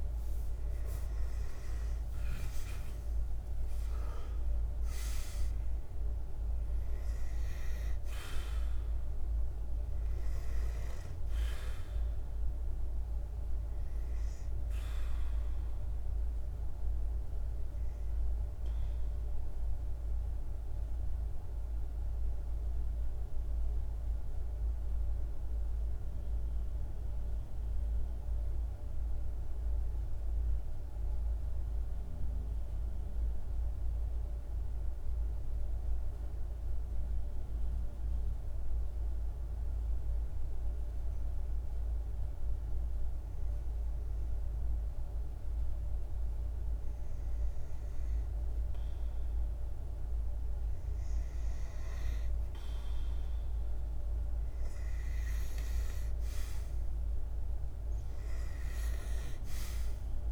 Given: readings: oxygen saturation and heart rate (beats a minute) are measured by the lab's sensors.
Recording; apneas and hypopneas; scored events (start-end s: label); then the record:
breathing in sleep, hard to hear, by a room microphone; 1
0.00-3.50 s: arousal
0.00-26.50 s: oxygen desaturation (device-marked, oxygen 90% lowest, heart rate 48 extreme)
17.50-45.00 s: mixed apnea (oxygen 98% before, 90% lowest, heart rate 53 before, 48 extreme, up 1 after)
44.50-60.32 s: oxygen desaturation (device-marked, oxygen 98% before, 90% lowest, heart rate 49 before, 47 extreme)
47.00-52.00 s: arousal
From the record:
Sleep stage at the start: N2 (light sleep); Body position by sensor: on the back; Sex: male